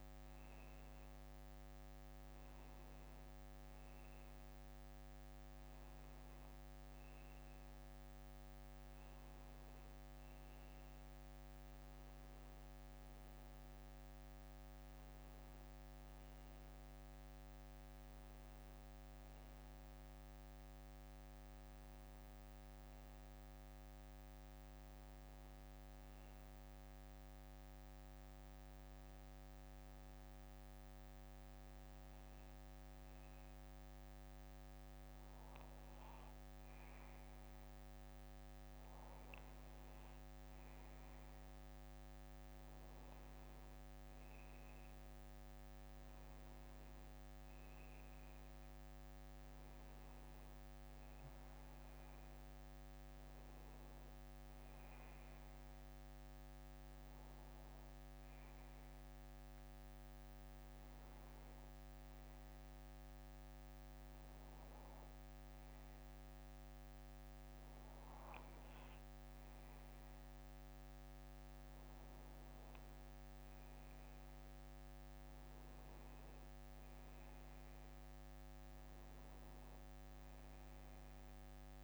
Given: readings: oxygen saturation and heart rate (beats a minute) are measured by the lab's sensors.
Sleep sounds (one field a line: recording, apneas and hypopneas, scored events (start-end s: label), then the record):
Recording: breathing in sleep, hard to hear, by a microphone on the trachea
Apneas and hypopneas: none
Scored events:
31.50-39.50 s: bradycardia (device-marked, heart rate 63 before, 56 extreme)
47.50-81.84 s: new sleep stage, N2 (light sleep)
54.50-57.50 s: bradycardia (device-marked, heart rate 63 before, 59 extreme)
From the record:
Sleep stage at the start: N1 (lightest sleep)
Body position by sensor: on the back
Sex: male